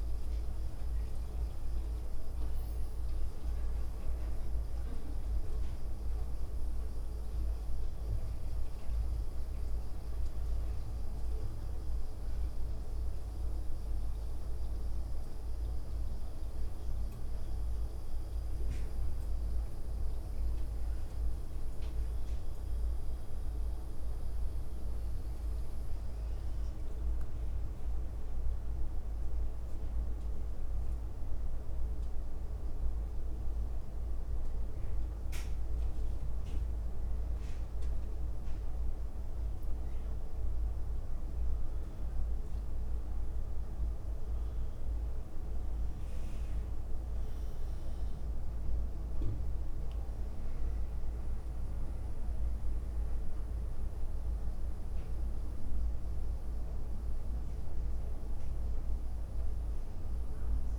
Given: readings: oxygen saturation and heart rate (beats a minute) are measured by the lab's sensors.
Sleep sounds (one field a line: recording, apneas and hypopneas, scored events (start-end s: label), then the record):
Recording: breathing in sleep, hard to hear, by a room microphone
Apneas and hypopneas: none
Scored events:
2.50-11.50 s: leg movement (device-marked)
16.00-18.50 s: leg movement (device-marked)
19.00-21.50 s: leg movement (device-marked)
22.00-24.00 s: leg movement (device-marked)
24.50-26.50 s: leg movement (device-marked)
31.00-33.50 s: leg movement (device-marked)
34.00-39.50 s: leg movement (device-marked)
40.00-49.50 s: leg movement (device-marked)
51.50-53.50 s: leg movement (device-marked)
54.50-56.00 s: leg movement (device-marked)
57.50-60.00 s: leg movement (device-marked)
From the record:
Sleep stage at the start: N2 (light sleep)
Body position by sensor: on the right side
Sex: female